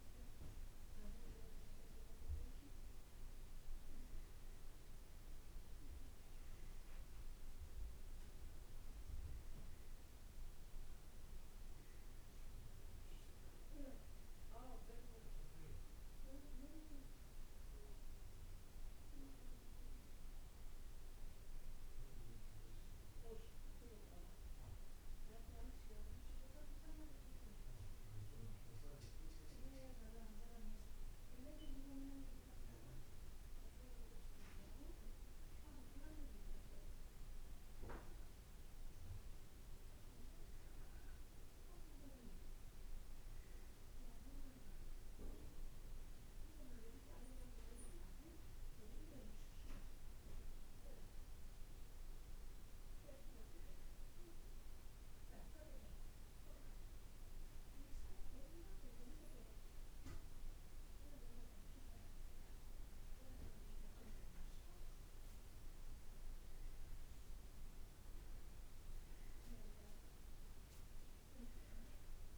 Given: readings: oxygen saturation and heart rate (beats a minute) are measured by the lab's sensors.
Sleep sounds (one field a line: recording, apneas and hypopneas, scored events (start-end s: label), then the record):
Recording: breathing in sleep by a room microphone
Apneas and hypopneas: none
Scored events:
3.00-5.00 s: long interval between heartbeats (device-marked, heart rate 57 before, 61 extreme)
From the record:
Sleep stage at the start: N2 (light sleep)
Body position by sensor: on the back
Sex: male